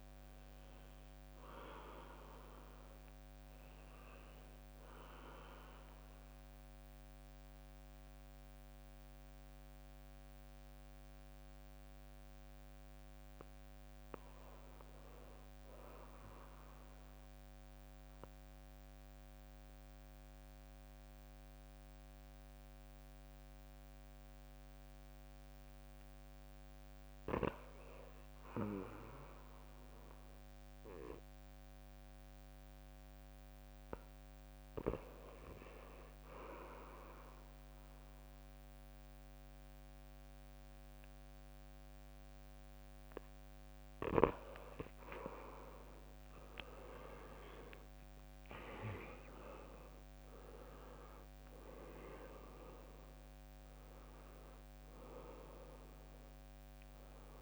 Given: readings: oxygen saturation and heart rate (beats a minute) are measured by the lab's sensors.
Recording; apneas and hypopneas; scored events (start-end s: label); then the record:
breathing in sleep by a microphone on the trachea; 1
0.00-1.00 s: arousal
0.50-14.50 s: oxygen desaturation (device-marked, oxygen 98% before, 94% lowest, heart rate 64 before, 57 extreme)
16.00-27.00 s: mixed apnea (oxygen 98% before, 91% lowest, heart rate 62 before, 55 extreme, up 3 after)
29.50-47.50 s: oxygen desaturation (device-marked, oxygen 97% before, 91% lowest, heart rate 58 before, 55 extreme)
45.00-50.50 s: arousal
From the record:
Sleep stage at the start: REM sleep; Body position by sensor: on the back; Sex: male